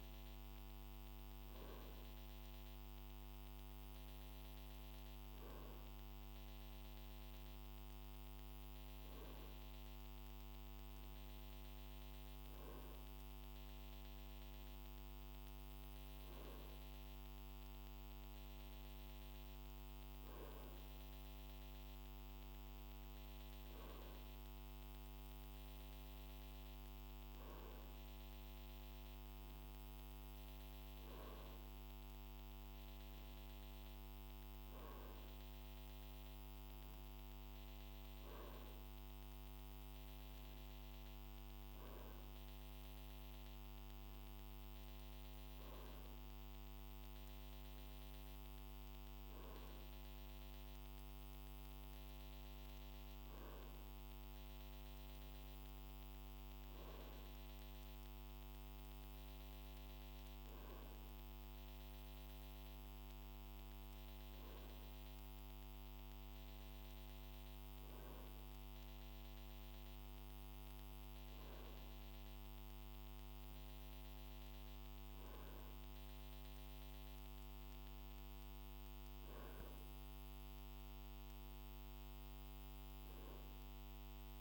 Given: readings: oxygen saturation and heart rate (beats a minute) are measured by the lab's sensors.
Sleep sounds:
breathing in sleep, hard to hear, by a microphone on the trachea; none
none scored
From the record:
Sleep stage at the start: N2 (light sleep); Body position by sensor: on the right side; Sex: male

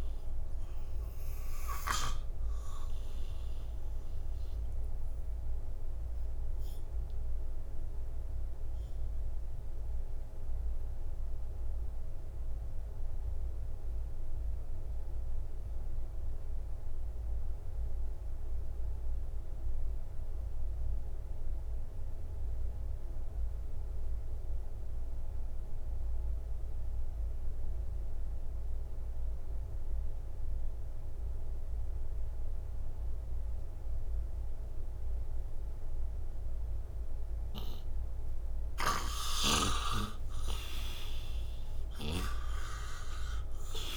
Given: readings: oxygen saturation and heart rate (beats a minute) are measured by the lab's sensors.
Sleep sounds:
breathing in sleep by a room microphone; 1
0.00-20.00 s: oxygen desaturation (device-marked, oxygen 91% lowest, heart rate 60 extreme)
3.00-36.50 s: obstructive apnea (oxygen 98% before, 86% lowest, heart rate 67 before, 60 extreme, up 34 after)
33.00-43.97 s: oxygen desaturation (device-marked, oxygen 98% before, 86% lowest, heart rate 61 before, 58 extreme)
38.50-43.97 s: snoring (device-marked)
39.50-43.97 s: arousal
From the record:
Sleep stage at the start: N2 (light sleep); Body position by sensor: on the right side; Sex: male

